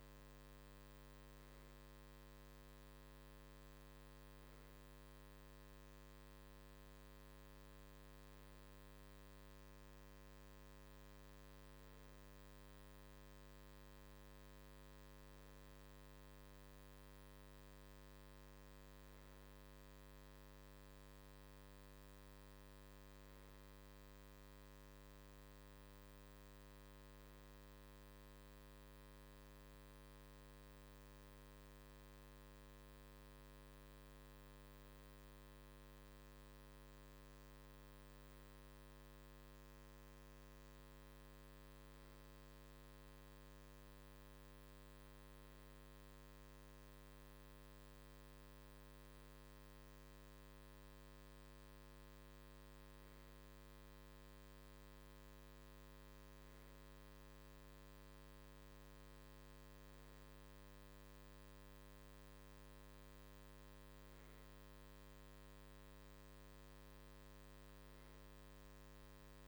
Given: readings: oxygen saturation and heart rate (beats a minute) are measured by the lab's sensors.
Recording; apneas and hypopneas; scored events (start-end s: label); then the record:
breathing in sleep, hard to hear, by a microphone on the trachea; none
68.00-69.48 s: new sleep stage, REM sleep
From the record:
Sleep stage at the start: N2 (light sleep); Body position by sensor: on the right side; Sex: male